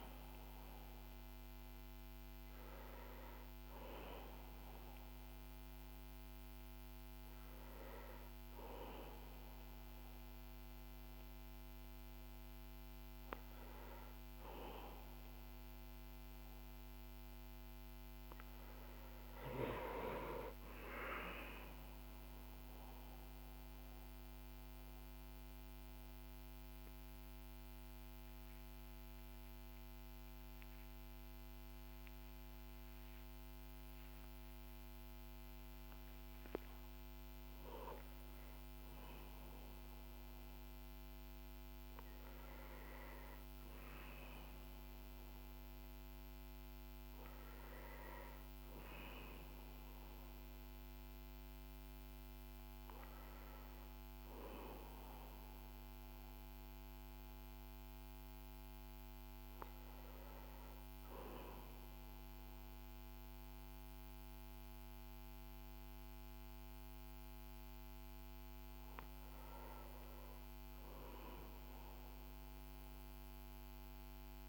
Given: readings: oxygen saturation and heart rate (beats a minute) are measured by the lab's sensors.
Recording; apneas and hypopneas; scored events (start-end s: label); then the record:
breathing in sleep by a microphone on the trachea; none
none scored
From the record:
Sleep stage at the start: N1 (lightest sleep); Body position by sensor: on the back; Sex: male